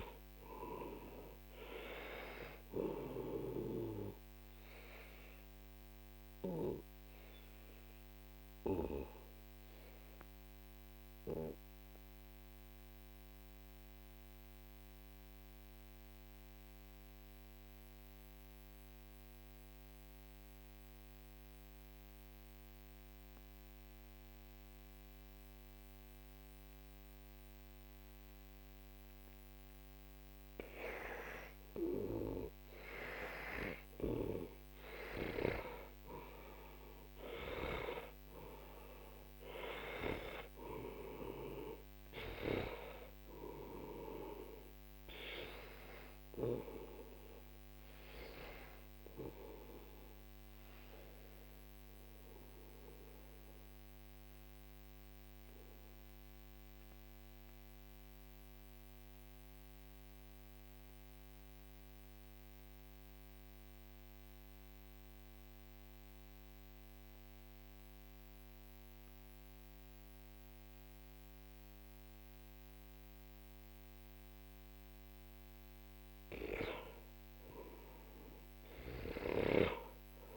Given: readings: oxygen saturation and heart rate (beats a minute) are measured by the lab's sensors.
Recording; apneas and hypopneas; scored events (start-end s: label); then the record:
breathing in sleep by a microphone on the trachea; 2
0.00-16.00 s: oxygen desaturation (device-marked, oxygen 92% lowest, heart rate 47 extreme)
10.50-31.50 s: mixed apnea (oxygen 98% before, 90% lowest, heart rate 57 before, 47 extreme, up 12 after)
33.00-37.50 s: arousal
35.00-60.00 s: oxygen desaturation (device-marked, oxygen 97% before, 90% lowest, heart rate 50 before, 46 extreme)
55.50-75.50 s: mixed apnea (oxygen 97% before, 92% lowest, heart rate 56 before, 46 extreme, up 12 after)
77.50-80.37 s: arousal
From the record:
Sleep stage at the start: REM sleep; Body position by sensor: on the back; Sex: male